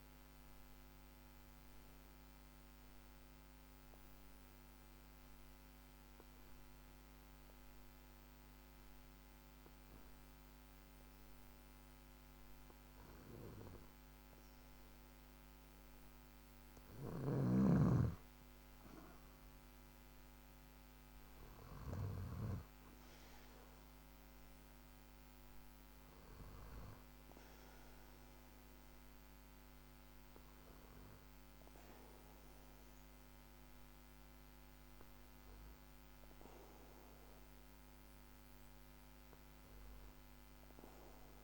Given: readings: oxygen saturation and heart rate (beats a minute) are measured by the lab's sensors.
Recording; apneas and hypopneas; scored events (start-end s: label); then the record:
breathing in sleep by a microphone on the trachea; 1
2.50-17.00 s: hypopnea (oxygen 97% before, 94% lowest, heart rate 58 before, 49 extreme, up 7 after)
19.00-23.50 s: arousal
From the record:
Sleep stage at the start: N2 (light sleep); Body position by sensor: on the back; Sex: male